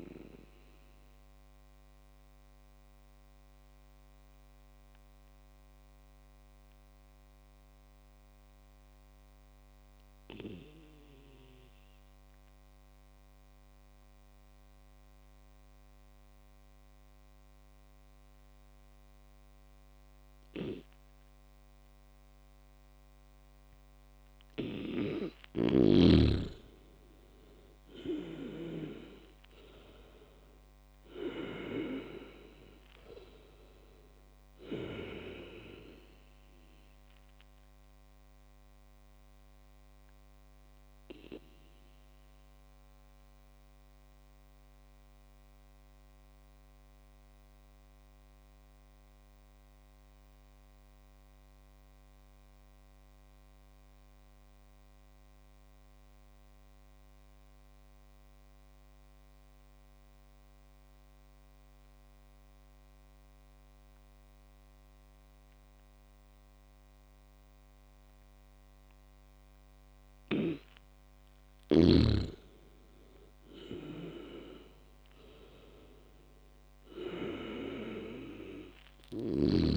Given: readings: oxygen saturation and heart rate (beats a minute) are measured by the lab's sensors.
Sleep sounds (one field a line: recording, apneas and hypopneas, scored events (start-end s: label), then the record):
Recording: breathing in sleep by a microphone on the trachea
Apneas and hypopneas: 2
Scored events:
1.50-26.00 s: obstructive apnea (oxygen 100% before, 96% lowest, heart rate 61 before, 55 extreme, up 11 after)
28.00-32.00 s: arousal
37.00-70.00 s: obstructive apnea (oxygen 99% before, 96% lowest, heart rate 67 before, 55 extreme, up 6 after)
73.00-77.50 s: arousal
From the record:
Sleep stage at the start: N2 (light sleep)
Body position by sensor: on the back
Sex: male